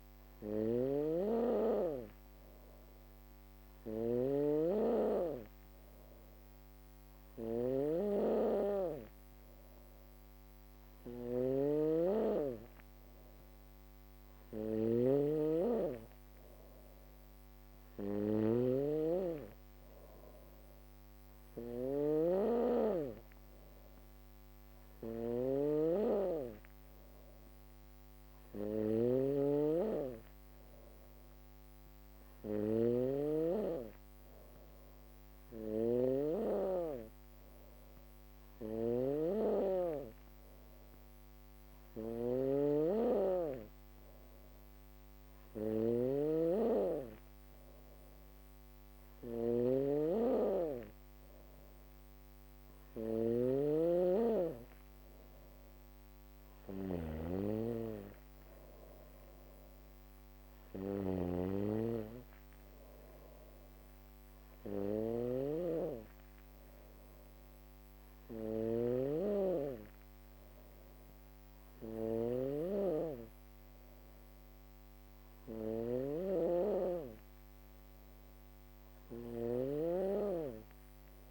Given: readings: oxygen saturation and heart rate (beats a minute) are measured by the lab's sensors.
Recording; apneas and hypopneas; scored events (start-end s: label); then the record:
breathing in sleep by a microphone on the trachea; none
0.00-81.31 s: snoring (device-marked)
16.00-25.00 s: drop in pulse transit time (device-marked, heart rate 67 before, 65 extreme)
From the record:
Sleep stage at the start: N2 (light sleep); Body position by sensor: on the back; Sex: female